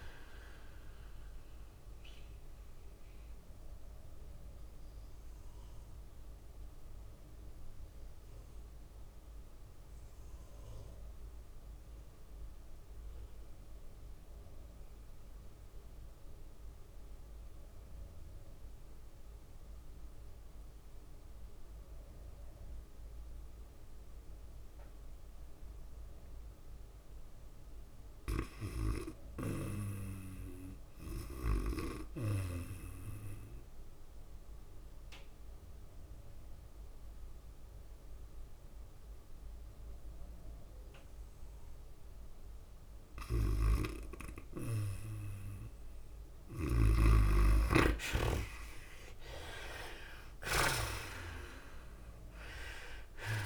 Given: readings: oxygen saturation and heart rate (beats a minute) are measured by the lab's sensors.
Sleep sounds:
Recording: breathing in sleep by a room microphone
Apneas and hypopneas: 2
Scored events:
0.00-9.00 s: drop in pulse transit time (device-marked, heart rate 109 extreme)
0.00-12.00 s: oxygen desaturation (device-marked, oxygen 58% lowest, heart rate 61 extreme)
0.00-21.00 s: tachycardia (device-marked, heart rate 117 extreme)
2.50-28.00 s: mixed apnea (oxygen 90% before, 58% lowest, heart rate 98 before, 92 extreme, up 7 after)
17.00-45.00 s: oxygen desaturation (device-marked, oxygen 98% before, 66% lowest, heart rate 113 before, 92 extreme)
23.50-25.50 s: long interval between heartbeats (device-marked, heart rate 111 before, 95 extreme)
29.50-32.50 s: arousal
33.00-40.00 s: drop in pulse transit time (device-marked, heart rate 102 before, 100 extreme)
33.00-53.46 s: tachycardia (device-marked, heart rate 104 before, 114 extreme)
35.50-45.50 s: obstructive apnea (oxygen 98% before, 65% lowest, heart rate 101 before, 102 extreme, up 8 after)
44.00-51.50 s: snoring (device-marked)
47.00-53.46 s: oxygen desaturation (device-marked, oxygen 76% before, 65% lowest, heart rate 100 before, 102 extreme)
49.00-53.46 s: arousal
From the record:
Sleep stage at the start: N2 (light sleep)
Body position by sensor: on the back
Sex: female

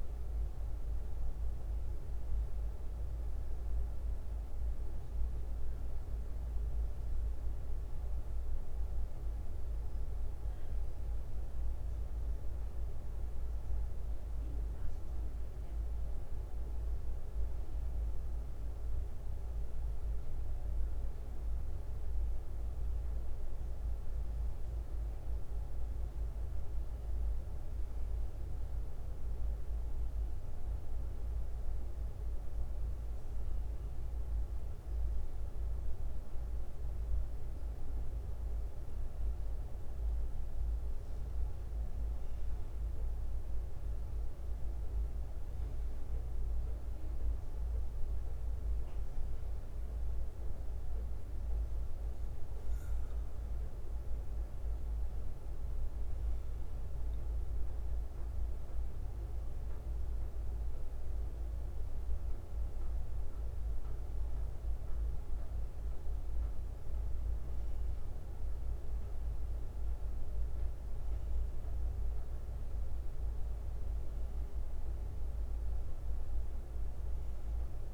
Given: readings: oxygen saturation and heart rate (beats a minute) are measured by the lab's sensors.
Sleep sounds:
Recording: breathing in sleep, hard to hear, by a room microphone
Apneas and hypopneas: none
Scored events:
0.50-77.94 s: new sleep stage, N2 (light sleep)
6.50-9.50 s: bradycardia (device-marked, heart rate 64 before, 60 extreme)
23.50-26.50 s: bradycardia (device-marked, heart rate 64 before, 58 extreme)
34.50-37.50 s: bradycardia (device-marked, heart rate 64 before, 60 extreme)
66.50-73.50 s: bradycardia (device-marked, heart rate 64 before, 58 extreme)
From the record:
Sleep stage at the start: N1 (lightest sleep)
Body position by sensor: on the left side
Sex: male

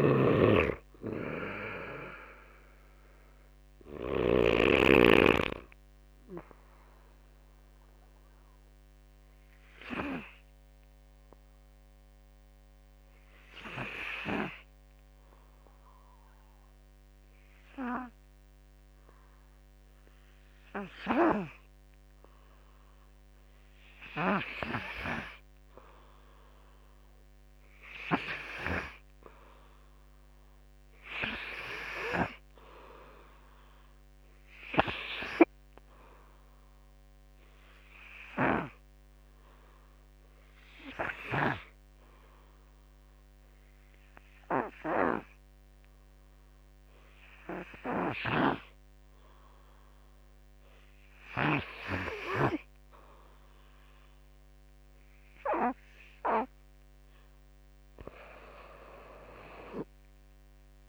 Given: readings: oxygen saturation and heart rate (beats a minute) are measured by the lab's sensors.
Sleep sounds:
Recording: breathing in sleep by a microphone on the trachea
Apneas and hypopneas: 1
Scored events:
0.00-2.00 s: drop in pulse transit time (device-marked, heart rate 59 extreme)
0.00-3.00 s: oxygen desaturation (device-marked, oxygen 91% lowest, heart rate 49 extreme)
0.00-4.00 s: snoring (device-marked)
8.50-55.50 s: obstructive apnea (oxygen 94% before, 90% lowest, heart rate 62 before, 46 extreme, up 11 after)
33.00-50.00 s: oxygen desaturation (device-marked, oxygen 98% before, 91% lowest, heart rate 53 before, 47 extreme)
47.50-52.00 s: snoring (device-marked)
57.00-60.00 s: arousal
58.00-60.89 s: oxygen desaturation (device-marked, oxygen 97% before, 91% lowest, heart rate 58 before, 46 extreme)
From the record:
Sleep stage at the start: N2 (light sleep)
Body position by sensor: on the back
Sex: male

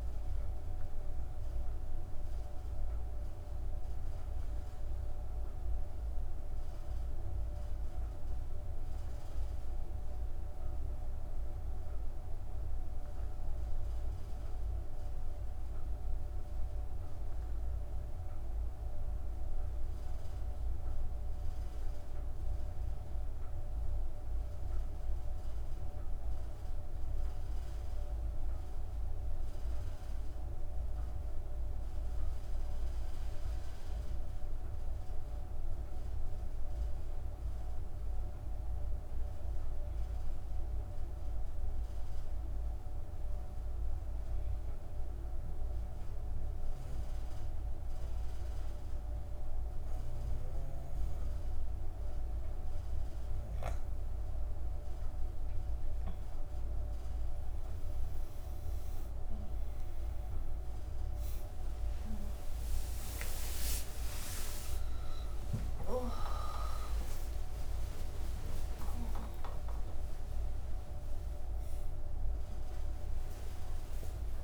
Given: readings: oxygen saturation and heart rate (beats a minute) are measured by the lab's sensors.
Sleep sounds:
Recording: a person partly awake in a sleep study, by a room microphone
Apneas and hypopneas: 1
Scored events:
15.00-50.50 s: hypopnea (oxygen 97% before, 94% lowest, heart rate 116 before, 77 extreme, up 20 after)
46.00-74.44 s: new sleep stage, awake
From the record:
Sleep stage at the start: N1 (lightest sleep)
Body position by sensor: on the back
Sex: female

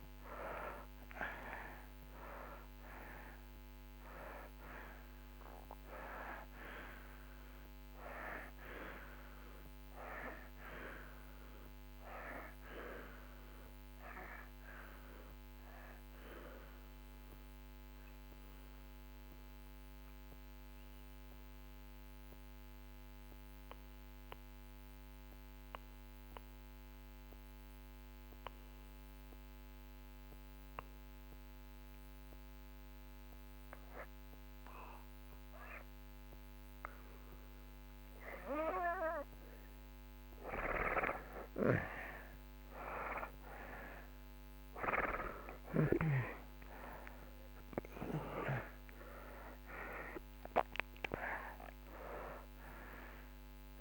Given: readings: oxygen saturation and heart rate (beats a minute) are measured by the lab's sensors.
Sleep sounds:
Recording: breathing in sleep by a microphone on the trachea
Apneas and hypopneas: 1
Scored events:
0.00-6.00 s: oxygen desaturation (device-marked, oxygen 88% lowest)
8.00-15.00 s: oxygen desaturation (device-marked, oxygen 90% before, 83% lowest)
17.00-26.00 s: oxygen desaturation (device-marked, oxygen 90% before, 82% lowest)
17.00-38.00 s: obstructive apnea (oxygen 93% before, 78% lowest)
40.50-45.00 s: arousal
42.00-53.81 s: oxygen desaturation (device-marked, oxygen 95% before, 78% lowest)
From the record:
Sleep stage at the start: N2 (light sleep)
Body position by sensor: on the back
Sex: male

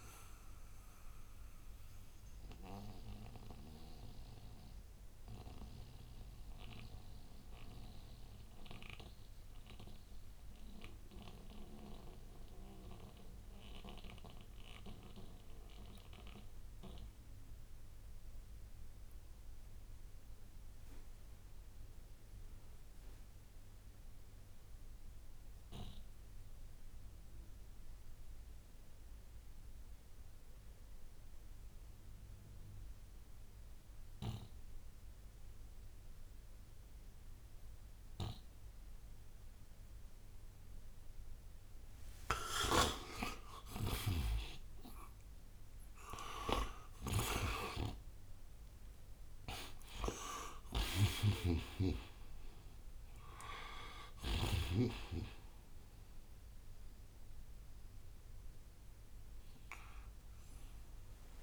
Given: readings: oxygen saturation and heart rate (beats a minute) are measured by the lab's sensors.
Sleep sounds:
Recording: breathing in sleep by a room microphone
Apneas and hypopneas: 1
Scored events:
0.00-12.00 s: oxygen desaturation (device-marked, oxygen 80% lowest, heart rate 60 extreme)
3.50-39.50 s: mixed apnea (oxygen 96% before, 78% lowest, heart rate 69 before, 60 extreme, up 14 after)
32.00-61.43 s: oxygen desaturation (device-marked, oxygen 98% before, 78% lowest, heart rate 61 before, 59 extreme)
42.00-48.00 s: arousal
43.50-54.50 s: snoring (device-marked)
From the record:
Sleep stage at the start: N2 (light sleep)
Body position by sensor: on the right side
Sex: male

